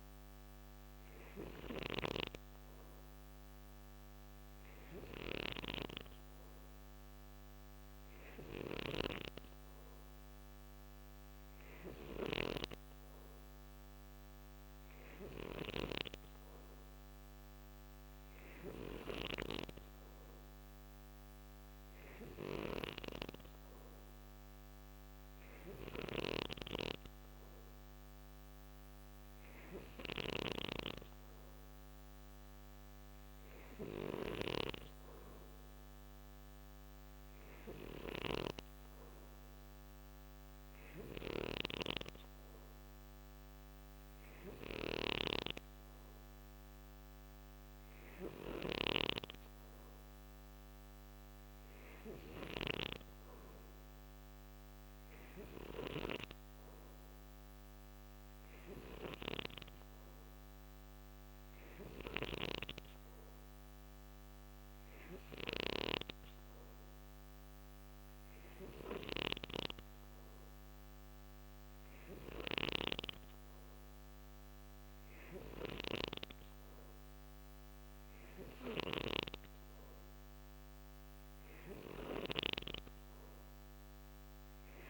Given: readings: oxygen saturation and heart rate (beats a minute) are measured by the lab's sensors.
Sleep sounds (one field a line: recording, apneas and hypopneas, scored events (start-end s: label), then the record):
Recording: breathing in sleep by a microphone on the trachea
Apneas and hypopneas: none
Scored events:
0.00-61.50 s: snoring (device-marked)
78.00-84.90 s: snoring (device-marked)
From the record:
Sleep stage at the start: N2 (light sleep)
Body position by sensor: on the right side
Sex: male